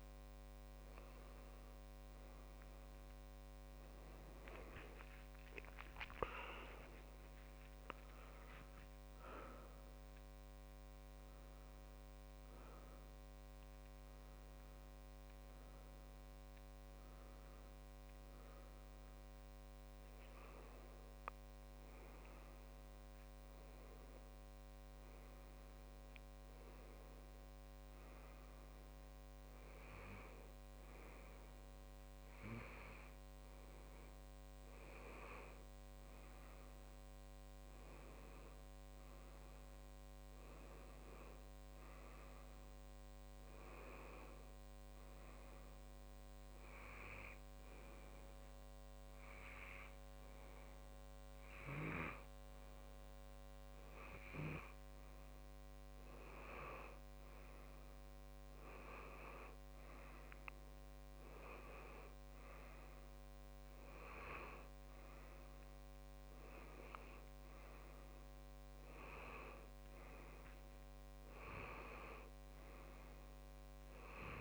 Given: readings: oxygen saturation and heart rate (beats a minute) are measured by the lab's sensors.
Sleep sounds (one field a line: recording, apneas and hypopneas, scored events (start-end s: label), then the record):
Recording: breathing in sleep by a microphone on the trachea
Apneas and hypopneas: 1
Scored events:
0.00-7.50 s: tachycardia (device-marked, heart rate 175 extreme)
1.00-3.00 s: long interval between heartbeats (device-marked, heart rate 34 before, 150 extreme)
4.50-8.00 s: arousal
17.50-19.50 s: long interval between heartbeats (device-marked, heart rate 103 before, 67 extreme)
21.00-23.00 s: long interval between heartbeats (device-marked, heart rate 97 before, 78 extreme)
22.50-25.50 s: tachycardia (device-marked, heart rate 41 before, 97 extreme)
23.00-25.00 s: long interval between heartbeats (device-marked, heart rate 89 before, 97 extreme)
26.00-28.00 s: long interval between heartbeats (device-marked, heart rate 80 before, 104 extreme)
32.50-34.50 s: long interval between heartbeats (device-marked, heart rate 70 before, 79 extreme)
40.00-43.00 s: arousal
44.00-46.00 s: long interval between heartbeats (device-marked)
46.00-57.00 s: hypopnea (oxygen 97% before, 95% lowest)
49.00-51.00 s: long interval between heartbeats (device-marked, heart rate 50 before, 29 extreme)
57.50-74.41 s: tachycardia (device-marked, heart rate 42 before, 166 extreme)
60.00-64.00 s: arousal
61.50-63.50 s: long interval between heartbeats (device-marked, heart rate 31 before, 120 extreme)
66.00-68.00 s: long interval between heartbeats (device-marked, heart rate 56 before, 129 extreme)
71.00-73.00 s: long interval between heartbeats (device-marked, heart rate 82 before, 136 extreme)
From the record:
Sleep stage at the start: N2 (light sleep)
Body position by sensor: on the left side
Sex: male